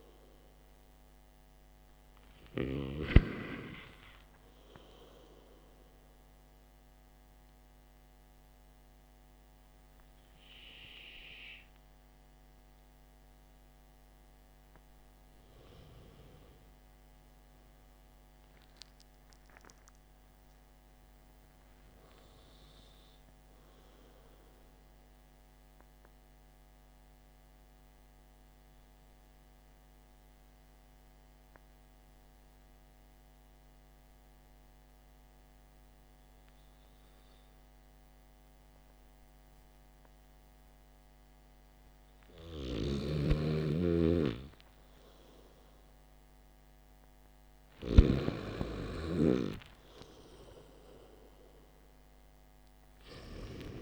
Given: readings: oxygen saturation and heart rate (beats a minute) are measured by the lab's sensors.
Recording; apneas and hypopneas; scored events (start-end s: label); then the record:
breathing in sleep by a microphone on the trachea; 1
16.00-20.00 s: arousal
26.50-41.00 s: hypopnea (oxygen 97% before, 94% lowest, heart rate 57 before, 49 extreme, up 4 after)
43.00-46.00 s: arousal
From the record:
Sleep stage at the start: N2 (light sleep); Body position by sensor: on the back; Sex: male